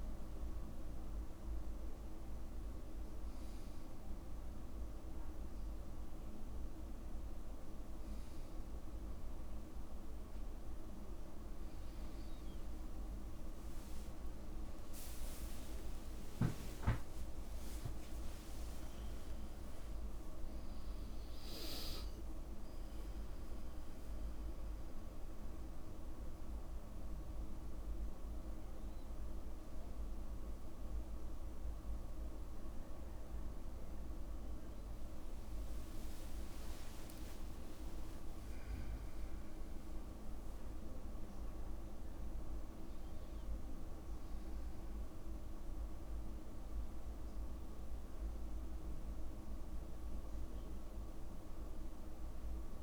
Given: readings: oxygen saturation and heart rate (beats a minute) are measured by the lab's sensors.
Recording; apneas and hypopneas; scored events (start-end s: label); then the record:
a person awake in a sleep study, hard to hear, by a room microphone; none
0.50-52.83 s: new sleep stage, awake
36.00-38.00 s: long interval between heartbeats (device-marked, heart rate 71 before, 75 extreme)
38.00-40.00 s: long interval between heartbeats (device-marked, heart rate 72 before, 84 extreme)
From the record:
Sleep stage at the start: N2 (light sleep); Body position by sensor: on the back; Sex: male